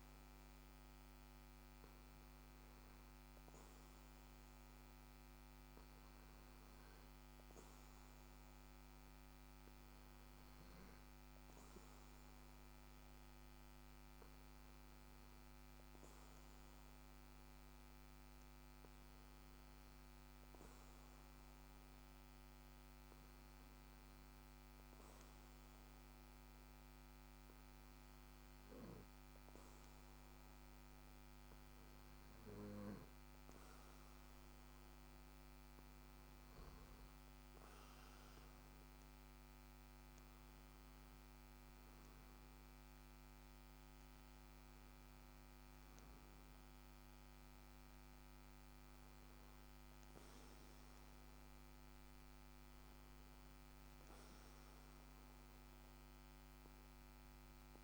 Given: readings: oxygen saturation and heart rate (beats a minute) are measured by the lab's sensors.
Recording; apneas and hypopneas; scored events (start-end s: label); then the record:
breathing in sleep, hard to hear, by a microphone on the trachea; 1
11.50-33.00 s: hypopnea (oxygen 93% before, 92% lowest, heart rate 60 before, 57 extreme, up 3 after)
33.50-37.50 s: arousal
From the record:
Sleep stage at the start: REM sleep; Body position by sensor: on the back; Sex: male